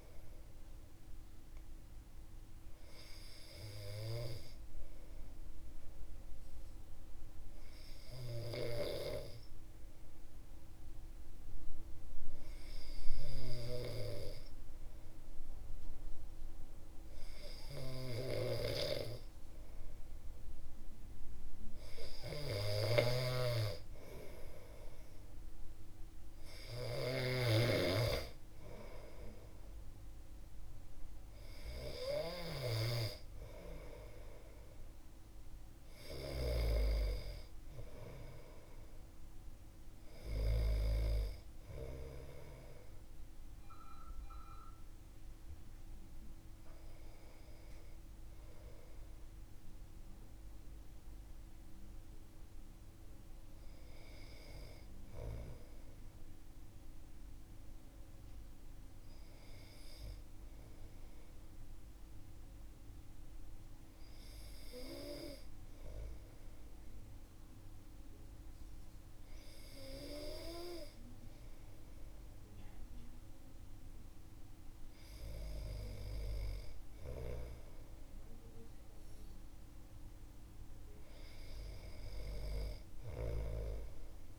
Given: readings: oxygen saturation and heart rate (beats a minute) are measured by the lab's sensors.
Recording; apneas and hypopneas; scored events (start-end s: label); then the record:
breathing in sleep by a room microphone; 1
1.00-20.50 s: obstructive apnea (oxygen 97% before, 95% lowest, heart rate 62 before, 60 extreme, up 4 after)
17.50-36.00 s: snoring (device-marked)
24.00-28.50 s: arousal
From the record:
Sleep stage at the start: N2 (light sleep); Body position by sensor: on the back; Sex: male